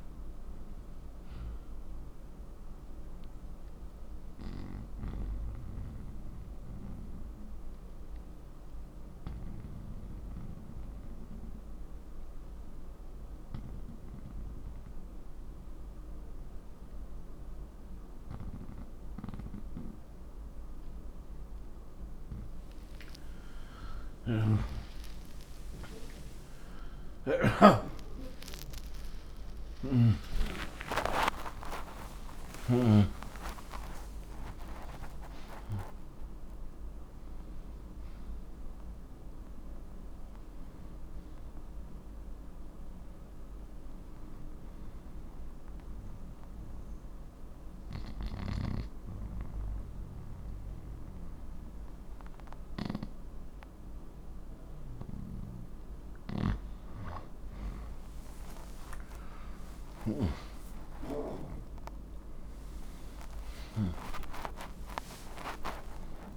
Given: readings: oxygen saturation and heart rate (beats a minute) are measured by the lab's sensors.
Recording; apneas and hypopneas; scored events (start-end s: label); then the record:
breathing in sleep by a room microphone; 2
3.00-20.50 s: obstructive apnea (oxygen 97% before, 82% lowest, heart rate 41 before, 29 extreme, up 42 after)
5.00-17.00 s: oxygen desaturation (device-marked, oxygen 97% before, 93% lowest, heart rate 41 before, 29 extreme)
24.00-28.00 s: arousal
32.00-49.00 s: oxygen desaturation (device-marked, oxygen 95% before, 82% lowest)
42.00-55.00 s: obstructive apnea (oxygen 95% before, 82% lowest)
60.00-65.00 s: arousal
From the record:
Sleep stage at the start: N2 (light sleep); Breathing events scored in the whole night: 141 in 3.2 hours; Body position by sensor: on the right side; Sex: male